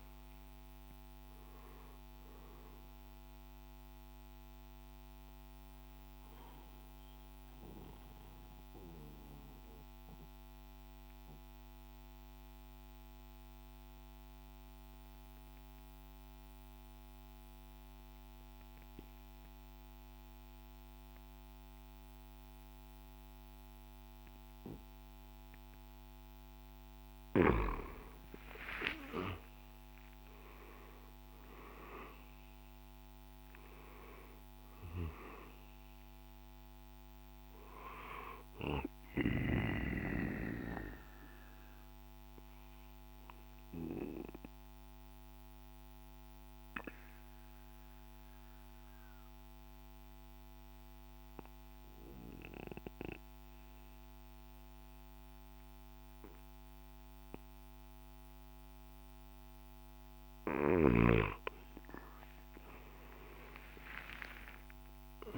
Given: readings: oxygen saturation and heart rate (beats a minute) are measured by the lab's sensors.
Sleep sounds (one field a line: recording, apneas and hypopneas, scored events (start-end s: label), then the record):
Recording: breathing in sleep by a microphone on the trachea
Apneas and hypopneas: 2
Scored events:
0.00-8.00 s: drop in pulse transit time (device-marked, heart rate 57 extreme)
4.00-26.00 s: obstructive apnea (oxygen 98% before, 87% lowest, heart rate 67 before, 52 extreme, up 4 after)
7.00-20.00 s: oxygen desaturation (device-marked, oxygen 96% before, 87% lowest, heart rate 69 before, 53 extreme)
27.50-32.50 s: arousal
33.00-43.00 s: drop in pulse transit time (device-marked, heart rate 56 before, 57 extreme)
34.00-57.00 s: oxygen desaturation (device-marked, oxygen 98% before, 88% lowest, heart rate 56 before, 52 extreme)
39.50-59.00 s: obstructive apnea (oxygen 98% before, 88% lowest, heart rate 58 before, 52 extreme, up 9 after)
62.50-65.38 s: arousal
From the record:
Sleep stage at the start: N2 (light sleep)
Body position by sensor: on the right side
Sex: male